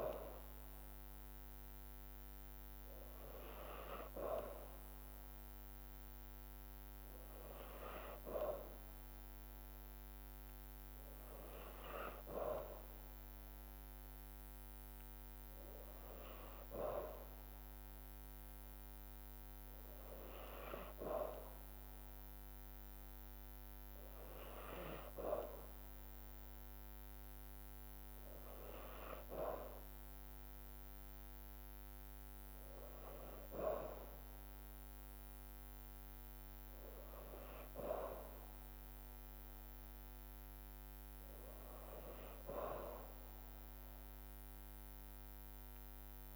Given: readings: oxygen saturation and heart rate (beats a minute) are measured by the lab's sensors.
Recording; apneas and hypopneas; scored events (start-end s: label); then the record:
breathing in sleep by a microphone on the trachea; none
none scored
From the record:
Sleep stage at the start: N2 (light sleep); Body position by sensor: on the back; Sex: female